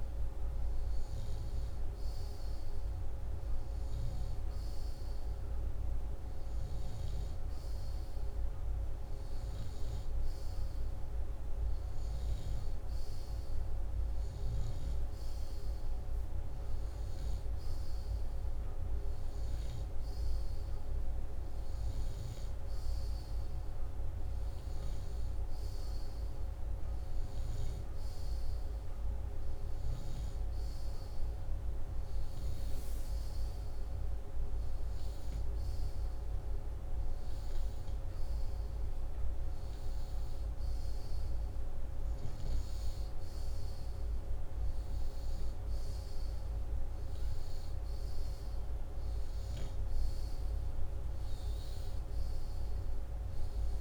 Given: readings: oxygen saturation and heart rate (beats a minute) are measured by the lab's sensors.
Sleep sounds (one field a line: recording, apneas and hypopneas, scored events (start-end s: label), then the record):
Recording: breathing in sleep, hard to hear, by a room microphone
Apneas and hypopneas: none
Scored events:
15.00-20.50 s: snoring (device-marked)
From the record:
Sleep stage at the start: N2 (light sleep)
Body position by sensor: upright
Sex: male